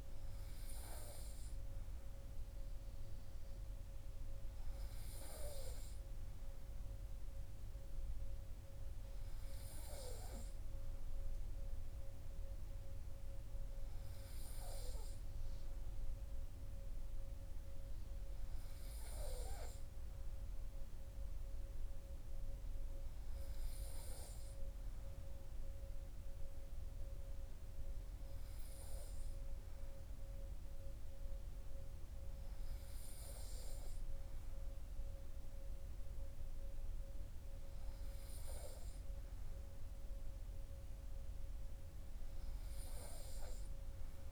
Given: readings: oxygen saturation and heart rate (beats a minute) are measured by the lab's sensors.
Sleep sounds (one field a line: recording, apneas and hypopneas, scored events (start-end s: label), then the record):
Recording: breathing in sleep by a room microphone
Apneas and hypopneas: none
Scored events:
none scored
From the record:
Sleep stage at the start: N3 (deep sleep)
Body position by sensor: on the right side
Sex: male